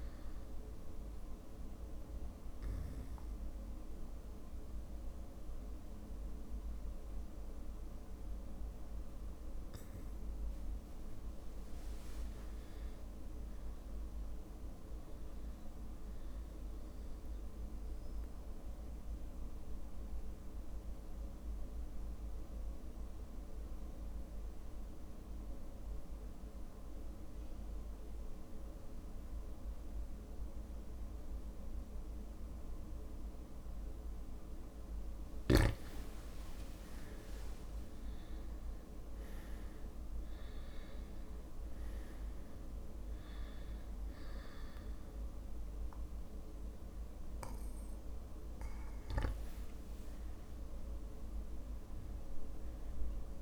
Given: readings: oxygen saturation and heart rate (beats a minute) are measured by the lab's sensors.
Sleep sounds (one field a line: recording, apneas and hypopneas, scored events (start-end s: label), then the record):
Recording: breathing in sleep, hard to hear, by a room microphone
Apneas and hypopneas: 2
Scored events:
0.00-20.50 s: oxygen desaturation (device-marked, oxygen 94% lowest)
1.00-11.00 s: obstructive apnea (oxygen 99% before, 94% lowest)
12.00-15.00 s: arousal
18.00-35.00 s: mixed apnea (oxygen 99% before, 94% lowest)
37.00-41.00 s: arousal
42.50-53.42 s: oxygen desaturation (device-marked, oxygen 99% before, 94% lowest)
From the record:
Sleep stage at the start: N2 (light sleep)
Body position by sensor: on the back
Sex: male